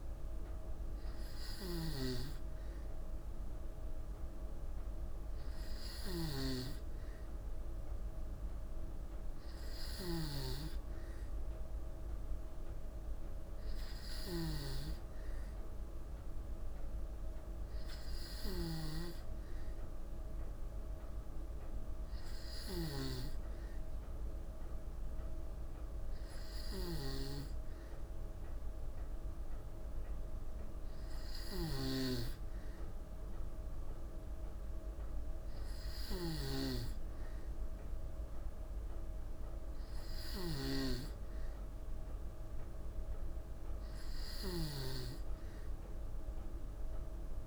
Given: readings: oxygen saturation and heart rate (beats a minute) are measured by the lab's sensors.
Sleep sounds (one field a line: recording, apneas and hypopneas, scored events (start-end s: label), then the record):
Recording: breathing in sleep by a room microphone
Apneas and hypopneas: none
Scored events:
0.00-47.47 s: snoring (device-marked)
From the record:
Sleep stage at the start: N2 (light sleep)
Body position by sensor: on the back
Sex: female